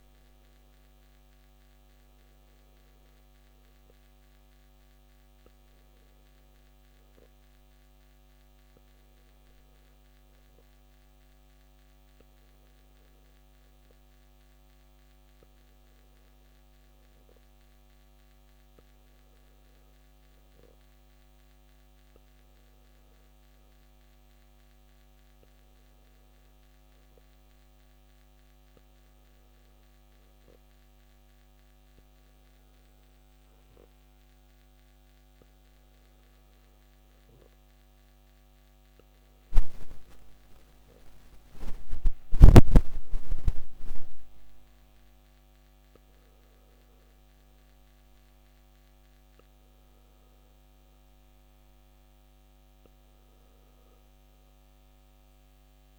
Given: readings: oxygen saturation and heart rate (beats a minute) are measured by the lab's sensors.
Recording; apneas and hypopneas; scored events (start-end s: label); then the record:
breathing in sleep by a microphone on the trachea; none
52.50-55.99 s: new sleep stage, N2 (light sleep)
From the record:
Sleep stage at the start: N1 (lightest sleep); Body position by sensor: on the back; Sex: male